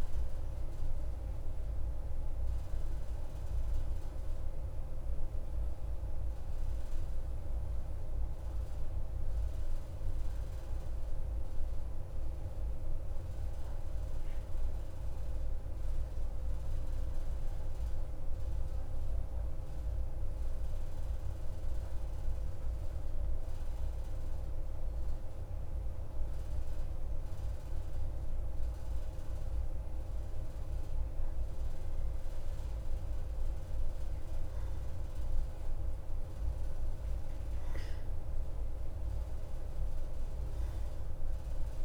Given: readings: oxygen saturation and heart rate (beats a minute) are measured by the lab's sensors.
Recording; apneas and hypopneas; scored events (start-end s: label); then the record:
breathing in sleep, hard to hear, by a room microphone; 1
0.00-2.50 s: arousal
0.00-9.50 s: oxygen desaturation (device-marked, oxygen 90% lowest, heart rate 50 extreme)
5.50-24.00 s: central apnea (oxygen 93% before, 90% lowest, heart rate 57 before, 50 extreme, up 4 after)
26.00-29.50 s: arousal
33.50-41.85 s: oxygen desaturation (device-marked, oxygen 95% before, 90% lowest, heart rate 54 before, 52 extreme)
From the record:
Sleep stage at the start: N2 (light sleep); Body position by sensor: on the right side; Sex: male